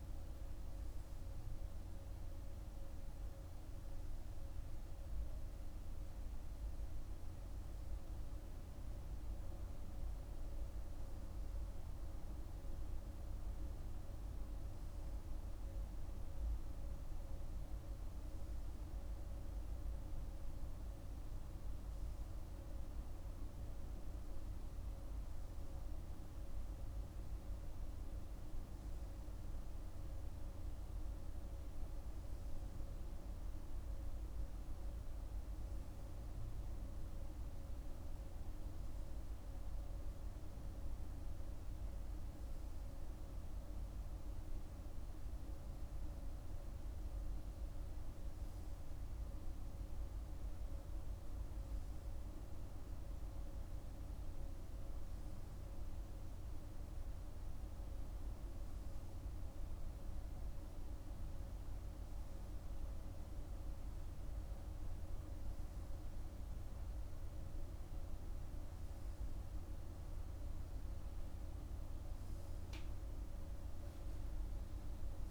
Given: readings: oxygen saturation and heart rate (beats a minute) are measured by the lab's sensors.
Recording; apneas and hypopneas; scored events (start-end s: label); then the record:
breathing in sleep, hard to hear, by a room microphone; none
none scored
From the record:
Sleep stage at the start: N3 (deep sleep); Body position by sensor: on the right side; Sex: male